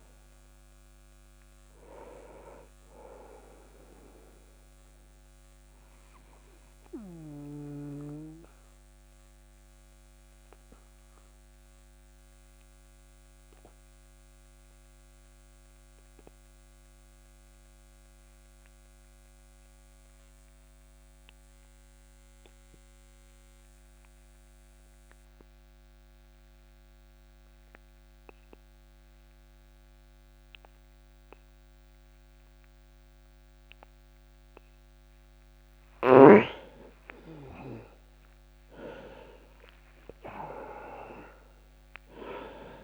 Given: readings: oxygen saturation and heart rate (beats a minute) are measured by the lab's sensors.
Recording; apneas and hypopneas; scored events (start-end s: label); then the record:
breathing in sleep by a microphone on the trachea; 1
0.00-20.00 s: oxygen desaturation (device-marked, oxygen 82% lowest)
3.50-34.50 s: obstructive apnea (oxygen 98% before, 82% lowest)
36.50-40.50 s: arousal
38.00-42.84 s: oxygen desaturation (device-marked, oxygen 99% before, 87% lowest)
From the record:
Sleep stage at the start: REM sleep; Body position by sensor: on the back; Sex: male